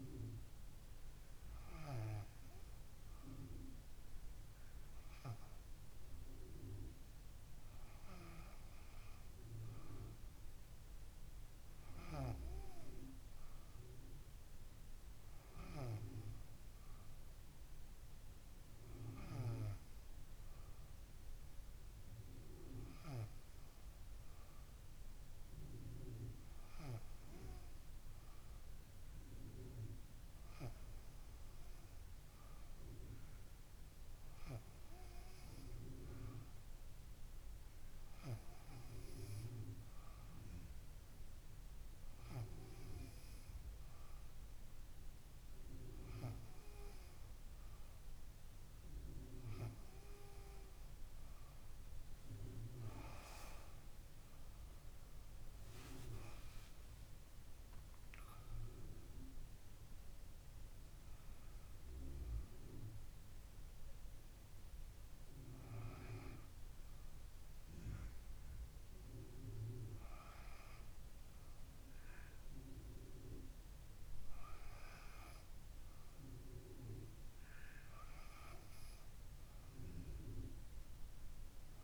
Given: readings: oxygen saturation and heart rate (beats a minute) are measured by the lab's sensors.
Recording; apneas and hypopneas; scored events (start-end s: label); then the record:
breathing in sleep by a room microphone; none
53.00-58.00 s: arousal
From the record:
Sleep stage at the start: N2 (light sleep); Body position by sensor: on the back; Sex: female